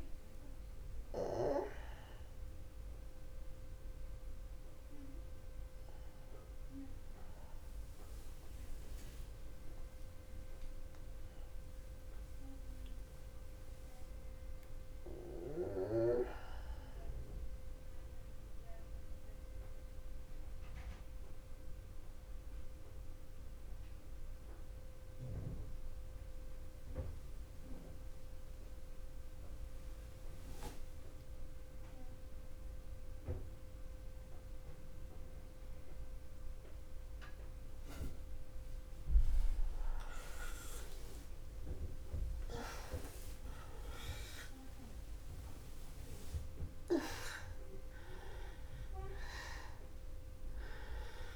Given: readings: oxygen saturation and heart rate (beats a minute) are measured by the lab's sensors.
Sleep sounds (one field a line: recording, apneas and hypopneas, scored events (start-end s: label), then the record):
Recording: breathing in sleep by a room microphone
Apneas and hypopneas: 1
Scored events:
0.00-6.50 s: oxygen desaturation (device-marked, oxygen 83% lowest, heart rate 63 extreme)
9.00-13.50 s: arousal
19.00-39.50 s: mixed apnea (oxygen 98% before, 86% lowest, heart rate 63 before, 62 extreme, up 0 after)
40.50-51.35 s: oxygen desaturation (device-marked, oxygen 97% before, 86% lowest, heart rate 63 before, 61 extreme)
42.00-46.50 s: arousal
From the record:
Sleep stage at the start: N2 (light sleep)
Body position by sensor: on the back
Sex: male